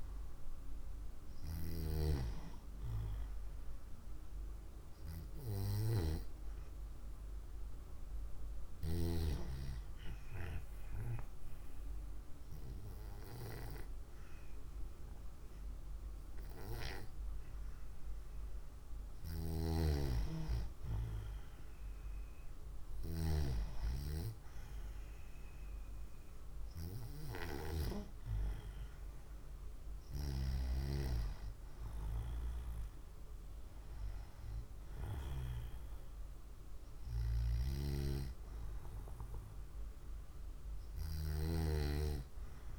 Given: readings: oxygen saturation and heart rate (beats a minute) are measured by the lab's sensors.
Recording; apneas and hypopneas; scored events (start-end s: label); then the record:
breathing in sleep by a room microphone; 1
7.00-18.50 s: hypopnea (oxygen 96% before, 94% lowest, heart rate 62 before, 58 extreme, up 0 after)
20.50-23.50 s: arousal
From the record:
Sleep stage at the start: N2 (light sleep); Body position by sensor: on the right side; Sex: female